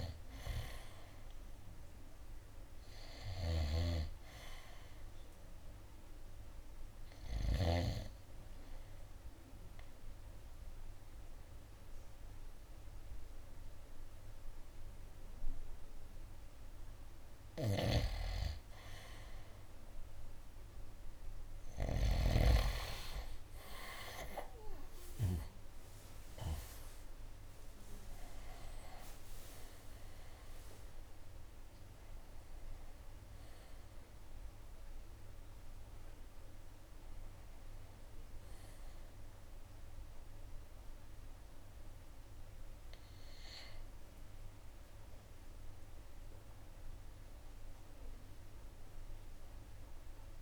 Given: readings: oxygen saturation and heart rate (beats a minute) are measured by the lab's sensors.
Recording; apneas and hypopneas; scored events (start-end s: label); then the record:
breathing in sleep by a room microphone; 1
0.00-8.00 s: snoring (device-marked)
0.00-10.50 s: drop in pulse transit time (device-marked, heart rate 70 extreme)
4.50-19.50 s: oxygen desaturation (device-marked, oxygen 94% before, 89% lowest, heart rate 68 before, 67 extreme)
9.50-19.50 s: obstructive apnea (oxygen 94% before, 88% lowest, heart rate 70 before, 67 extreme, up 10 after)
23.50-29.00 s: arousal
26.50-39.50 s: drop in pulse transit time (device-marked, heart rate 71 before, 73 extreme)
30.50-48.50 s: oxygen desaturation (device-marked, oxygen 96% before, 89% lowest, heart rate 72 before, 64 extreme)
From the record:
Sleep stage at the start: N2 (light sleep); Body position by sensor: on the right side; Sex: male